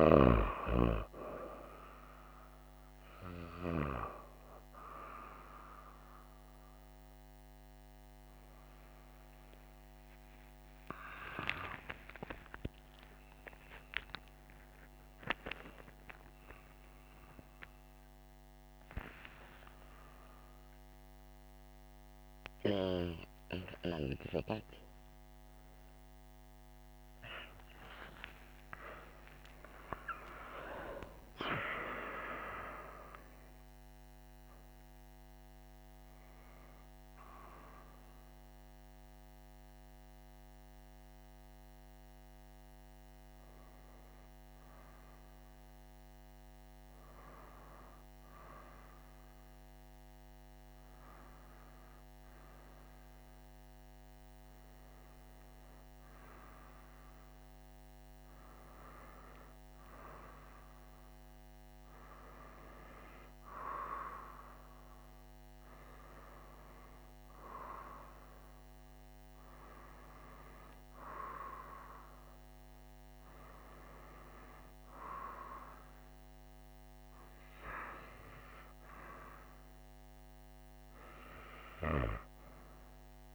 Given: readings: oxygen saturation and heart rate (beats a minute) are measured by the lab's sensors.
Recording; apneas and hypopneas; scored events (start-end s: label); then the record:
a person awake in a sleep study, by a microphone on the trachea; none
9.50-69.50 s: new sleep stage, awake
69.50-83.35 s: new sleep stage, N1 (lightest sleep)
From the record:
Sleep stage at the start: N2 (light sleep); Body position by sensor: on the right side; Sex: female